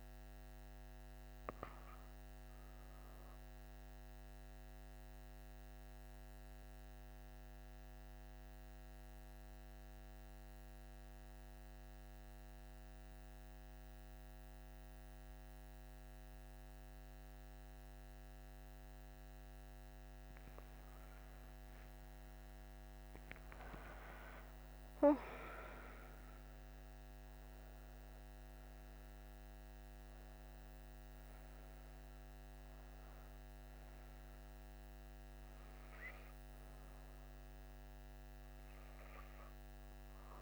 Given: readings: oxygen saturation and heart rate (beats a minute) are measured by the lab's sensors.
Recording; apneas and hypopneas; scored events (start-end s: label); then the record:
breathing in sleep by a microphone on the trachea; 1
0.00-6.00 s: oxygen desaturation (device-marked, oxygen 84% lowest)
4.00-19.00 s: obstructive apnea (oxygen 94% before, 89% lowest)
20.00-40.00 s: oxygen desaturation (device-marked, oxygen 98% before, 91% lowest)
20.50-26.00 s: arousal
From the record:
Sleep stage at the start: N2 (light sleep); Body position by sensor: on the back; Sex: female